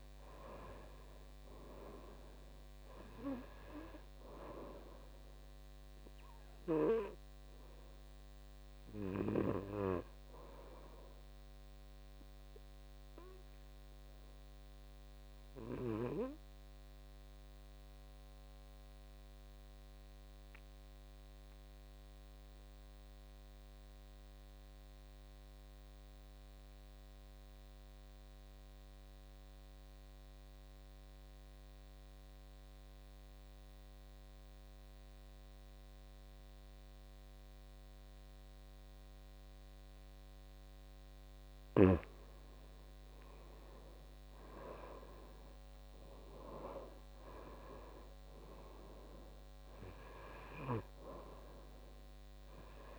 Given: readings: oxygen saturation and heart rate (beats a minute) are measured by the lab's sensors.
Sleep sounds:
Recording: breathing in sleep by a microphone on the trachea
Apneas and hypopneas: 1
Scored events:
0.00-21.00 s: oxygen desaturation (device-marked, oxygen 77% lowest, heart rate 52 extreme)
12.50-41.00 s: obstructive apnea (oxygen 97% before, 77% lowest, heart rate 66 before, 52 extreme, up 11 after)
36.00-52.99 s: oxygen desaturation (device-marked, oxygen 99% before, 79% lowest, heart rate 55 before, 52 extreme)
43.00-46.50 s: arousal
From the record:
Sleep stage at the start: N2 (light sleep)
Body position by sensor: on the back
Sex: male

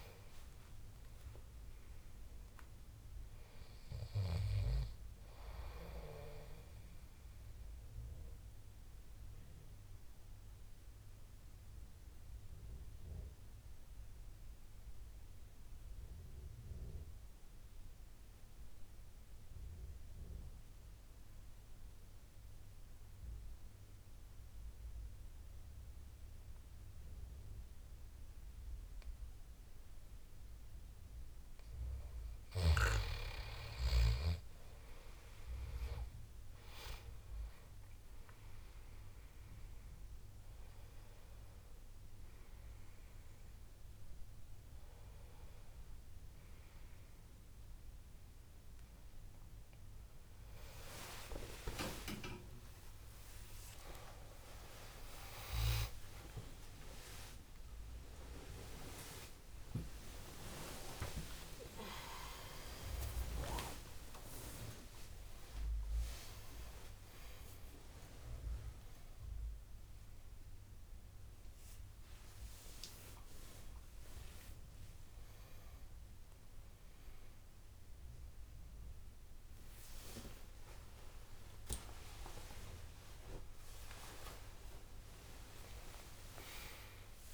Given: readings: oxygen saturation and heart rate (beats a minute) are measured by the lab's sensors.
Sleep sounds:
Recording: a person partly awake in a sleep study, by a room microphone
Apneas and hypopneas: 1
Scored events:
0.00-3.00 s: arousal
7.00-31.50 s: obstructive apnea (oxygen 98% before, 81% lowest, heart rate 82 before, 66 extreme, up 19 after)
8.00-24.00 s: oxygen desaturation (device-marked, oxygen 97% before, 91% lowest, heart rate 82 before, 66 extreme)
34.00-37.50 s: arousal
35.00-59.00 s: oxygen desaturation (device-marked, oxygen 97% before, 81% lowest, heart rate 72 before, 50 extreme)
54.00-87.34 s: new sleep stage, awake
67.00-69.00 s: bradycardia (device-marked, heart rate 80 before, 63 extreme)
From the record:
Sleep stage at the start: N2 (light sleep)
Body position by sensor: on the back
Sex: male

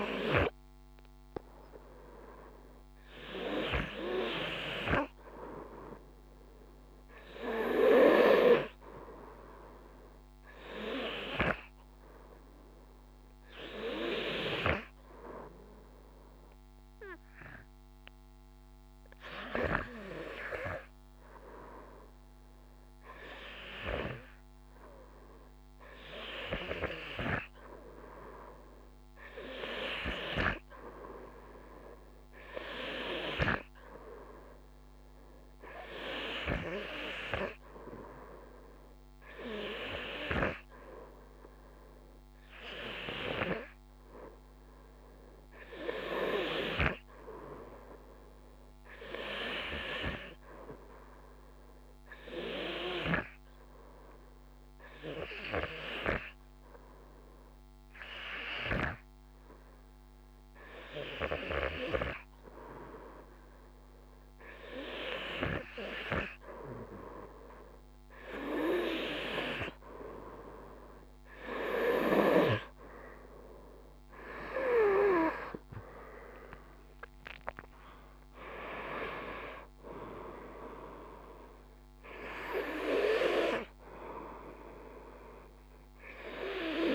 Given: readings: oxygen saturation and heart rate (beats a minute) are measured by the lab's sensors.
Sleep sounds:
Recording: breathing in sleep by a microphone on the trachea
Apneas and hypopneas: 2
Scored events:
7.50-10.00 s: arousal
12.50-25.50 s: hypopnea (oxygen 93% before, 91% lowest, heart rate 56 before, 53 extreme, up 0 after)
27.00-31.00 s: arousal
50.50-62.50 s: obstructive apnea (oxygen 94% before, 91% lowest, heart rate 54 before, 52 extreme, up 3 after)
66.50-70.50 s: arousal
From the record:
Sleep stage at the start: REM sleep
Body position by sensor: on the front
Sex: male

